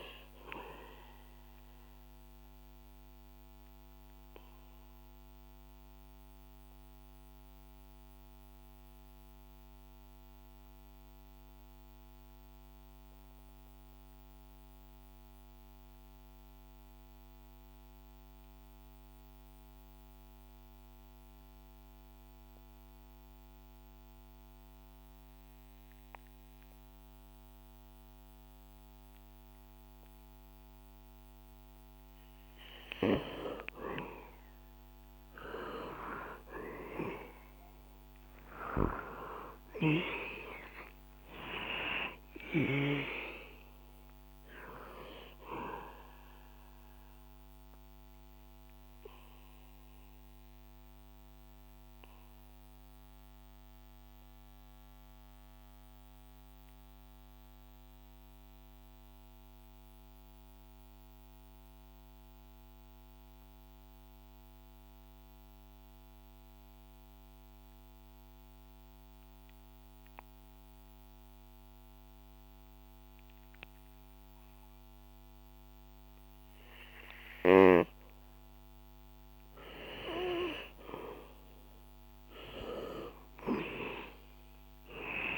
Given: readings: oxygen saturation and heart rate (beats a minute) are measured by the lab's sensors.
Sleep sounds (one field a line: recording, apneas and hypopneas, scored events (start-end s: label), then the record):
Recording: breathing in sleep by a microphone on the trachea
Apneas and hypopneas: 2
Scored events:
0.00-18.00 s: oxygen desaturation (device-marked, oxygen 89% lowest, heart rate 61 extreme)
1.50-33.00 s: mixed apnea (oxygen 99% before, 89% lowest, heart rate 67 before, 59 extreme, up 5 after)
35.00-38.50 s: arousal
35.00-66.00 s: oxygen desaturation (device-marked, oxygen 98% before, 90% lowest, heart rate 66 before, 59 extreme)
47.50-79.50 s: mixed apnea (oxygen 99% before, 89% lowest, heart rate 69 before, 59 extreme, up 7 after)
82.00-85.37 s: arousal
82.00-85.37 s: oxygen desaturation (device-marked, oxygen 98% before, 89% lowest, heart rate 65 before, 59 extreme)
From the record:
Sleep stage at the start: N2 (light sleep)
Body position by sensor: on the back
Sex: male